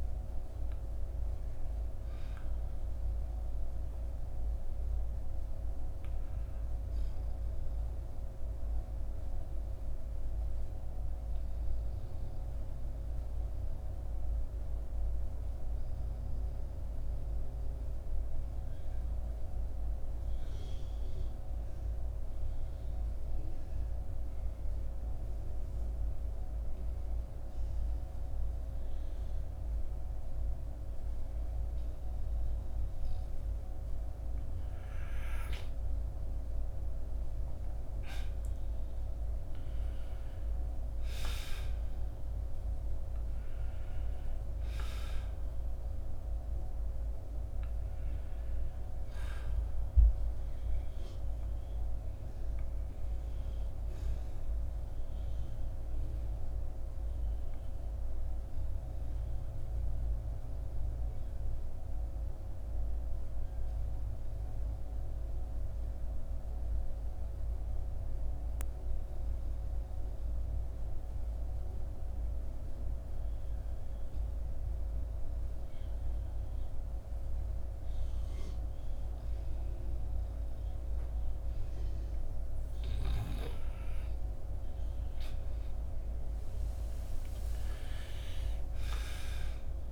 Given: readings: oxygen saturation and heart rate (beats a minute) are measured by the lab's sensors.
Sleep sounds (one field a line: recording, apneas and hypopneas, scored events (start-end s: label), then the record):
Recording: breathing in sleep, hard to hear, by a room microphone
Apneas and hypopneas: 2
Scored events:
4.50-34.00 s: obstructive apnea (oxygen 97% before, 88% lowest, heart rate 61 before, 43 extreme, up 8 after)
35.50-39.00 s: arousal
39.50-74.50 s: oxygen desaturation (device-marked, oxygen 97% before, 88% lowest, heart rate 55 before, 48 extreme)
50.50-83.00 s: obstructive apnea (oxygen 97% before, 88% lowest, heart rate 59 before, 48 extreme, up 6 after)
84.50-89.00 s: arousal
From the record:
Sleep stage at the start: N2 (light sleep)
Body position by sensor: on the back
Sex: male